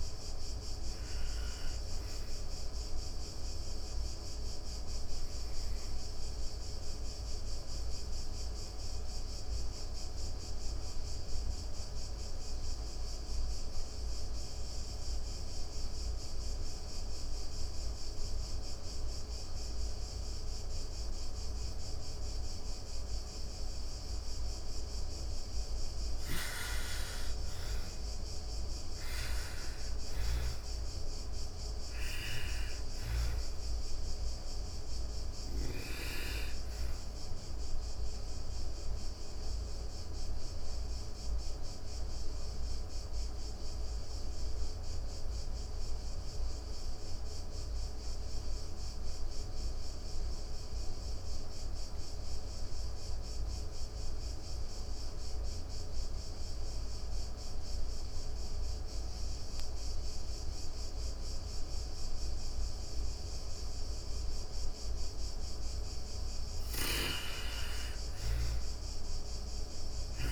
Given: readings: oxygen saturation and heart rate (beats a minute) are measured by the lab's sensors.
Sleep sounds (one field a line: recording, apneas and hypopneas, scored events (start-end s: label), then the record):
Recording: breathing in sleep by a room microphone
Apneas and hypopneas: 2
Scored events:
0.00-10.50 s: oxygen desaturation (device-marked, oxygen 91% lowest, heart rate 99 extreme)
2.50-24.50 s: obstructive apnea (oxygen 98% before, 82% lowest, heart rate 140 before, 99 extreme, up 59 after)
25.50-29.00 s: arousal
27.50-49.50 s: oxygen desaturation (device-marked, oxygen 98% before, 82% lowest, heart rate 126 before, 136 extreme)
37.00-63.00 s: obstructive apnea (oxygen 98% before, 82% lowest, heart rate 144 before, 130 extreme, up 11 after)
62.50-70.32 s: oxygen desaturation (device-marked, oxygen 98% before, 83% lowest, heart rate 165 before, 105 extreme)
65.50-69.00 s: arousal
From the record:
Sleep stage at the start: N2 (light sleep)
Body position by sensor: on the back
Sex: female